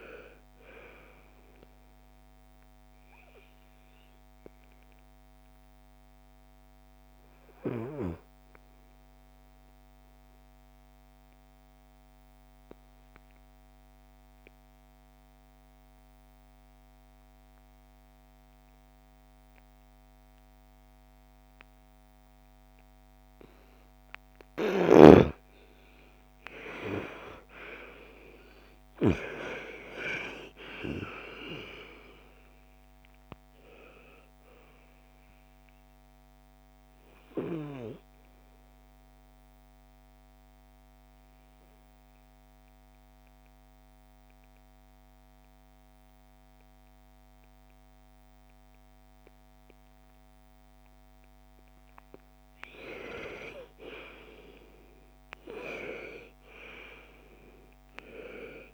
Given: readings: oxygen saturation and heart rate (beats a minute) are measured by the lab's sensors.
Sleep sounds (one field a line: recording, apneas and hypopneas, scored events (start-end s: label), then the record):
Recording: breathing in sleep by a microphone on the trachea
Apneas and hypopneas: 2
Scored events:
3.00-11.00 s: oxygen desaturation (device-marked, oxygen 98% before, 92% lowest, heart rate 63 before, 57 extreme)
11.00-23.50 s: obstructive apnea (oxygen 98% before, 85% lowest, heart rate 65 before, 57 extreme, up 12 after)
23.00-55.00 s: oxygen desaturation (device-marked, oxygen 98% before, 85% lowest, heart rate 59 before, 48 extreme)
26.50-30.50 s: arousal
38.50-51.50 s: obstructive apnea (oxygen 98% before, 85% lowest, heart rate 64 before, 56 extreme, up 14 after)
53.50-57.00 s: arousal
From the record:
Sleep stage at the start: N2 (light sleep)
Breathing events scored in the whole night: 736 in 7.4 hours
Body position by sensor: on the right side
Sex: female